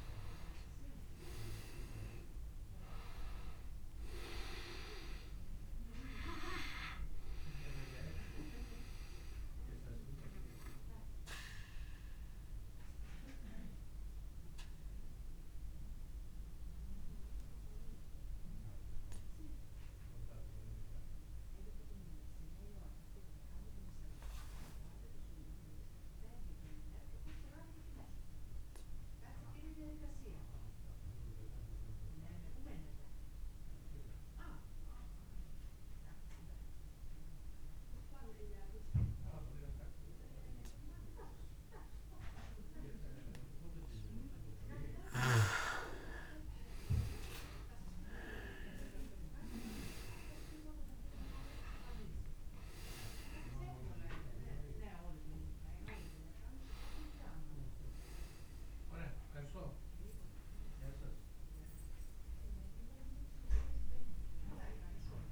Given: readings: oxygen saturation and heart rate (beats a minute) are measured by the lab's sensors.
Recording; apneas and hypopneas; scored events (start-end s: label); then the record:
breathing in sleep by a room microphone; 1
0.00-30.50 s: oxygen desaturation (device-marked, oxygen 90% lowest)
10.00-44.00 s: obstructive apnea (oxygen 98% before, 90% lowest)
43.50-65.32 s: oxygen desaturation (device-marked, oxygen 99% before, 90% lowest)
46.00-50.50 s: arousal
From the record:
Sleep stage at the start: N2 (light sleep); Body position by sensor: on the back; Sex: male